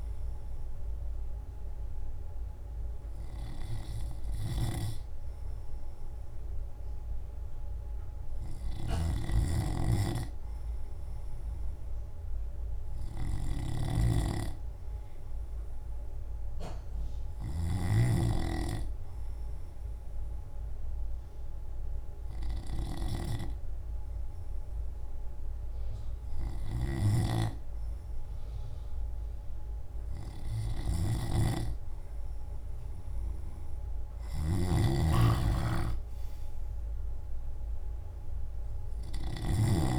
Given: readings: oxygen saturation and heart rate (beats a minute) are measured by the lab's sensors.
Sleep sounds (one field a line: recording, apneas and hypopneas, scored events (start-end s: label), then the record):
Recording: breathing in sleep by a room microphone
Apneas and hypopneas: none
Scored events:
34.00-39.50 s: snoring (device-marked)
35.00-38.50 s: arousal
35.00-39.99 s: drop in pulse transit time (device-marked, heart rate 57 before, 55 extreme)
From the record:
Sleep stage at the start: N2 (light sleep)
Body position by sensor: on the left side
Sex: male